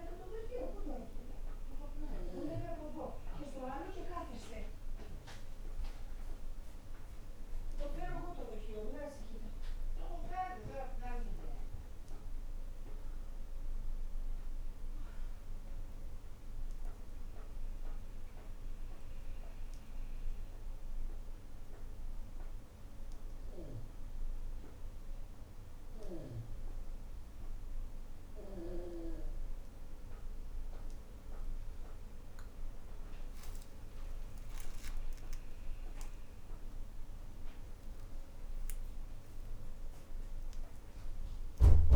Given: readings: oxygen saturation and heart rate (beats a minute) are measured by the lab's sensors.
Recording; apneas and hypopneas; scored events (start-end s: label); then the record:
a person awake in a sleep study, by a room microphone; none
none scored
From the record:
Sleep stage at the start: awake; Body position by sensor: on the back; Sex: female